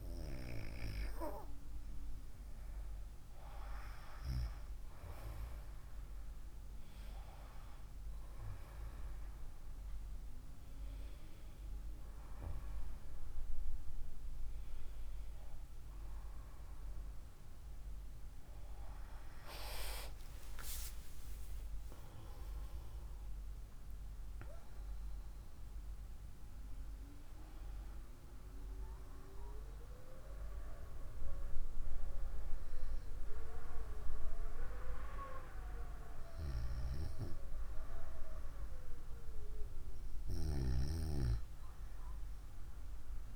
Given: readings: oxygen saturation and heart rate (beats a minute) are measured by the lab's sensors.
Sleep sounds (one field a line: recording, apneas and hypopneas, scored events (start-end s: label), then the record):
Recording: breathing in sleep by a room microphone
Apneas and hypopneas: none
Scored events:
16.00-43.36 s: new sleep stage, N1 (lightest sleep)
20.00-25.00 s: arousal
From the record:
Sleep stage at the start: REM sleep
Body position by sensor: on the right side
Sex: female